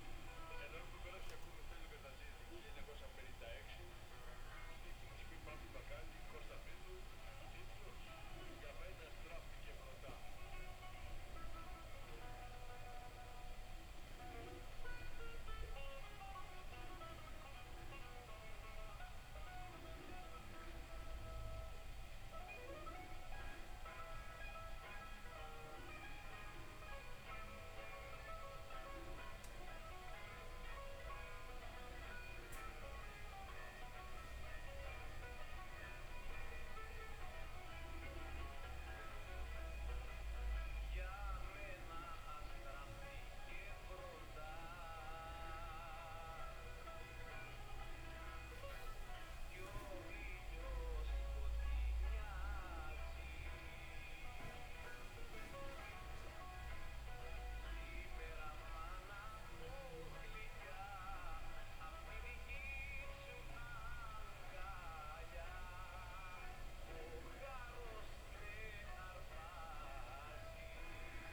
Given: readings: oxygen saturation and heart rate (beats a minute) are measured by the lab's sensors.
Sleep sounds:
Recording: breathing in sleep by a room microphone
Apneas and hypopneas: none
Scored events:
0.00-17.50 s: oxygen desaturation (device-marked, oxygen 89% lowest)
From the record:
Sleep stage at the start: N2 (light sleep)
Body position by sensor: on the back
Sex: female

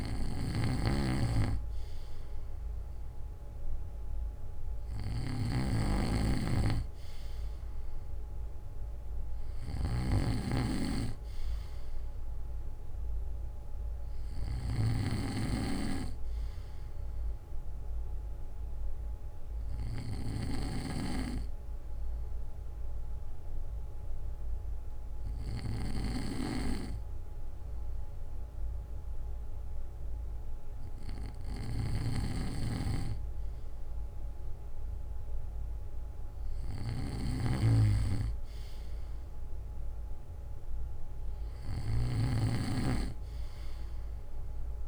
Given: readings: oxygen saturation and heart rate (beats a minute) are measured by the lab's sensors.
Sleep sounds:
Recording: breathing in sleep by a room microphone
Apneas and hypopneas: 1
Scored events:
0.00-21.00 s: snoring (device-marked)
6.00-9.00 s: arousal
21.00-32.00 s: obstructive apnea (oxygen 95% before, 93% lowest, heart rate 64 before, 58 extreme, up 9 after)
31.50-42.00 s: snoring (device-marked)
37.50-42.00 s: arousal
From the record:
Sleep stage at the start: N2 (light sleep)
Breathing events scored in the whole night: 241 in 4.6 hours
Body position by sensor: on the back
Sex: male

